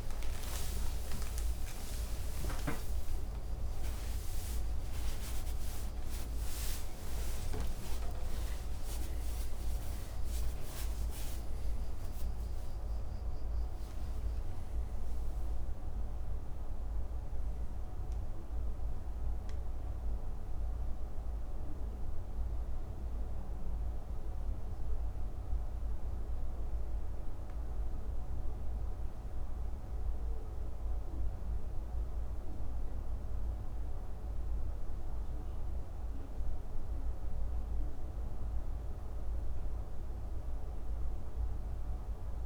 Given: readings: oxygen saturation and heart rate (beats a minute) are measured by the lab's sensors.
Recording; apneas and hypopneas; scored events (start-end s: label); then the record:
a person awake in a sleep study, hard to hear, by a room microphone; none
11.00-18.00 s: oxygen desaturation (device-marked, oxygen 98% before, 94% lowest)
27.00-42.46 s: new sleep stage, N1 (lightest sleep)
From the record:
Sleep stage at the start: awake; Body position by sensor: on the right side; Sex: male